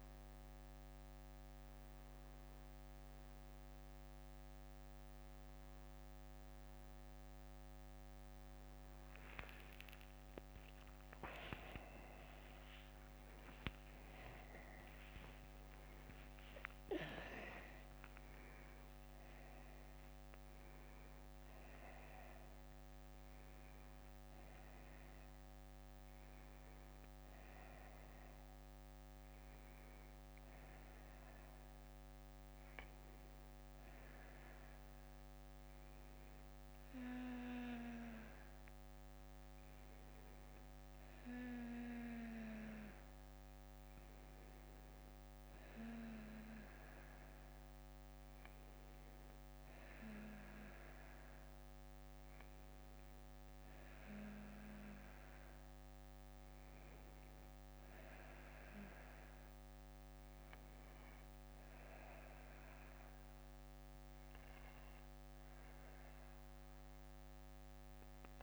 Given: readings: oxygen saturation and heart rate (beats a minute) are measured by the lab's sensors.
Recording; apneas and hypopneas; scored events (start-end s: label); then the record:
breathing in sleep by a microphone on the trachea; none
11.00-16.00 s: arousal
51.00-56.00 s: bradycardia (device-marked, heart rate 64 before, 59 extreme)
62.00-68.43 s: bradycardia (device-marked, heart rate 64 before, 55 extreme)
From the record:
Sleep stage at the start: N1 (lightest sleep); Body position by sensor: on the back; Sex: male